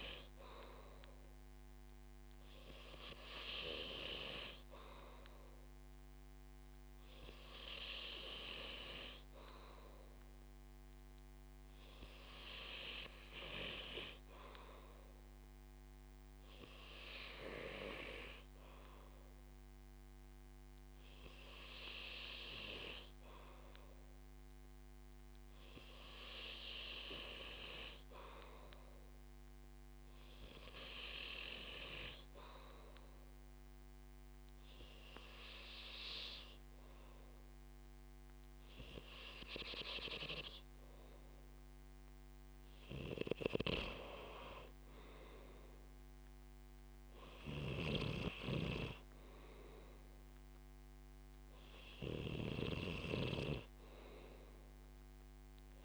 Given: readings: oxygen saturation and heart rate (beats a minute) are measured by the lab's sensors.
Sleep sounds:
breathing in sleep by a microphone on the trachea; none
none scored
From the record:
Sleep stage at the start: N2 (light sleep); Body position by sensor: on the back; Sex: male

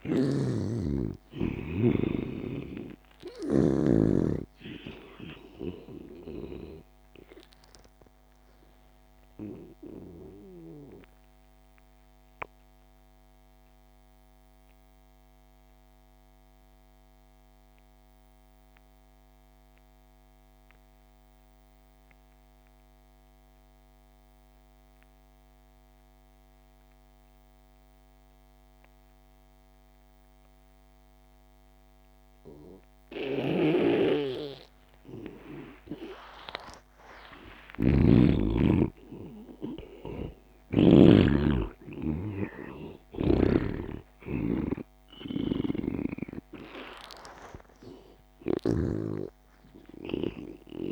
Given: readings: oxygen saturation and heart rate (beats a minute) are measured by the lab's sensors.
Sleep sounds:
breathing in sleep by a microphone on the trachea; 1
0.00-4.00 s: snoring (device-marked)
0.00-16.50 s: oxygen desaturation (device-marked, oxygen 78% lowest)
6.00-33.50 s: obstructive apnea (oxygen 98% before, 78% lowest)
33.50-38.00 s: snoring (device-marked)
33.50-50.92 s: oxygen desaturation (device-marked, oxygen 98% before, 83% lowest)
36.00-40.00 s: arousal
40.00-43.50 s: snoring (device-marked)
45.50-49.00 s: snoring (device-marked)
From the record:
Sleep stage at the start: N2 (light sleep); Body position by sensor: on the back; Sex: male

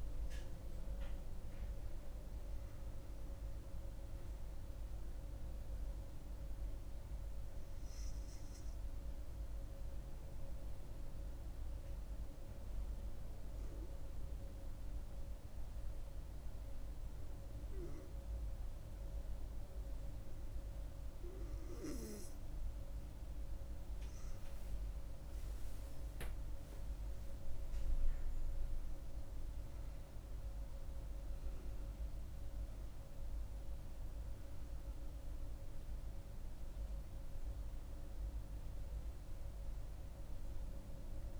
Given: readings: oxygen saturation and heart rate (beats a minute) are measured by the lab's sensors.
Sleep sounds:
breathing in sleep, hard to hear, by a room microphone; 1
0.00-7.00 s: oxygen desaturation (device-marked, oxygen 91% lowest, heart rate 67 extreme)
10.00-23.50 s: mixed apnea (oxygen 97% before, 90% lowest, heart rate 76 before, 67 extreme, up 16 after)
26.00-41.40 s: oxygen desaturation (device-marked, oxygen 96% before, 90% lowest, heart rate 68 before, 67 extreme)
27.50-32.50 s: arousal
From the record:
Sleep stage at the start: N2 (light sleep); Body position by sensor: on the back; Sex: female

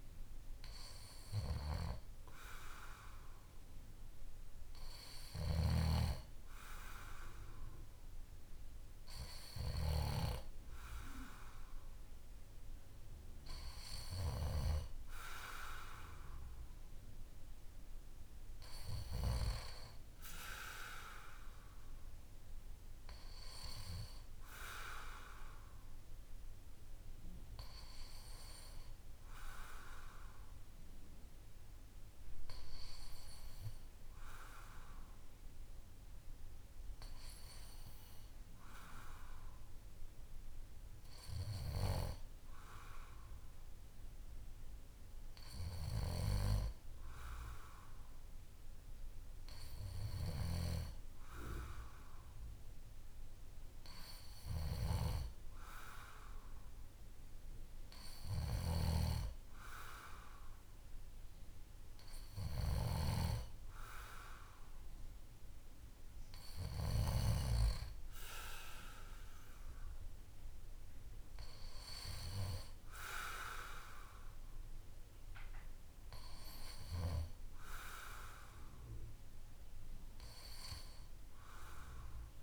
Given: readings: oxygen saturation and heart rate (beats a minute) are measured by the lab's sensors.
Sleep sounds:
a person awake in a sleep study, by a room microphone; none
48.50-82.42 s: new sleep stage, N2 (light sleep)
From the record:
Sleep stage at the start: awake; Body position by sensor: on the back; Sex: male

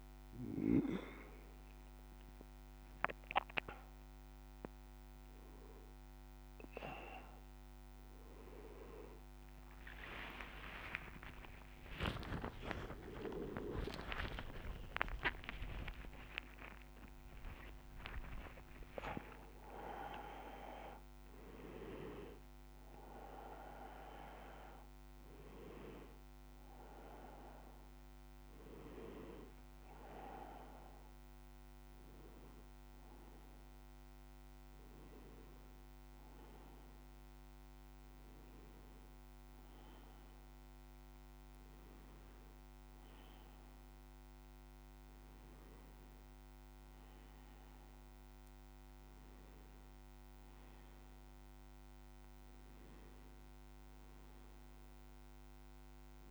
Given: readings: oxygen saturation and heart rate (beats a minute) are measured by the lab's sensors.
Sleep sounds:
breathing in sleep by a microphone on the trachea; none
6.50-56.31 s: new sleep stage, N1 (lightest sleep)
9.50-19.50 s: oxygen desaturation (device-marked, oxygen 96% before, 93% lowest)
10.50-17.00 s: arousal
From the record:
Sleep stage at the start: N2 (light sleep); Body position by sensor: on the back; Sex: male

